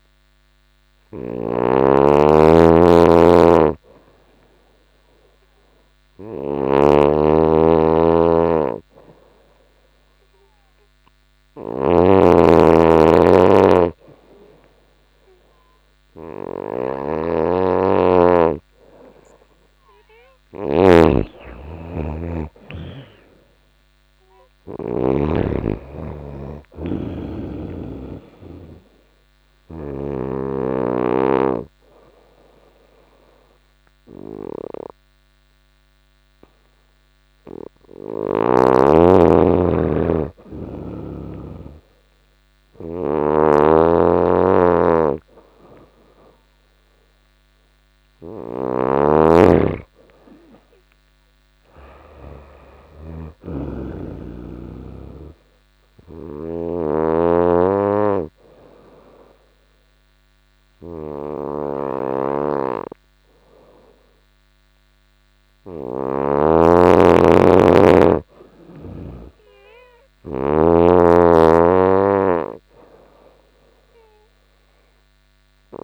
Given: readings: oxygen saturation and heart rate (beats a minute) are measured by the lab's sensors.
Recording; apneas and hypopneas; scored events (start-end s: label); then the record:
breathing in sleep by a microphone on the trachea; 2
0.00-24.50 s: snoring (device-marked)
16.00-20.50 s: arousal
27.00-38.00 s: obstructive apnea (oxygen 96% before, 92% lowest, heart rate 87 before, 86 extreme, up 2 after)
42.50-68.50 s: snoring (device-marked)
43.00-48.00 s: arousal
54.50-65.50 s: obstructive apnea (oxygen 97% before, 90% lowest, heart rate 88 before, 85 extreme, up 2 after)
67.50-71.00 s: arousal
70.50-75.50 s: snoring (device-marked)
From the record:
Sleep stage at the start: N2 (light sleep); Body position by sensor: on the back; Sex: female